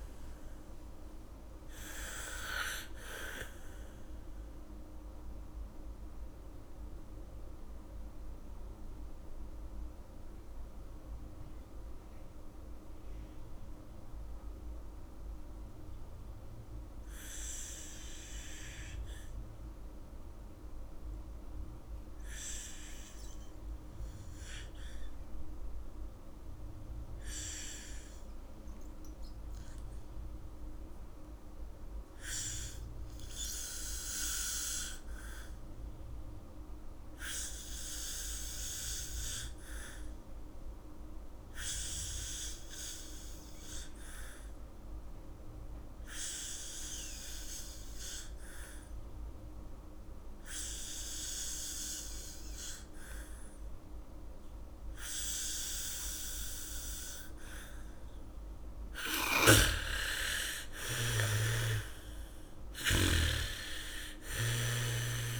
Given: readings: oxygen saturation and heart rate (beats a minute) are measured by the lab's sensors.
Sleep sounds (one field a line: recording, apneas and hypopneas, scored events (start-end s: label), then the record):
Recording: breathing in sleep by a room microphone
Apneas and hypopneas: 1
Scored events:
0.00-22.50 s: oxygen desaturation (device-marked, oxygen 79% lowest, heart rate 52 extreme)
5.50-56.50 s: mixed apnea (oxygen 98% before, 79% lowest, heart rate 66 before, 59 extreme, up 10 after)
39.50-65.40 s: oxygen desaturation (device-marked, oxygen 96% before, 80% lowest, heart rate 71 before, 55 extreme)
59.50-63.50 s: snoring (device-marked)
60.50-64.00 s: arousal
From the record:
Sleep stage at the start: N2 (light sleep)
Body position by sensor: on the back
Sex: female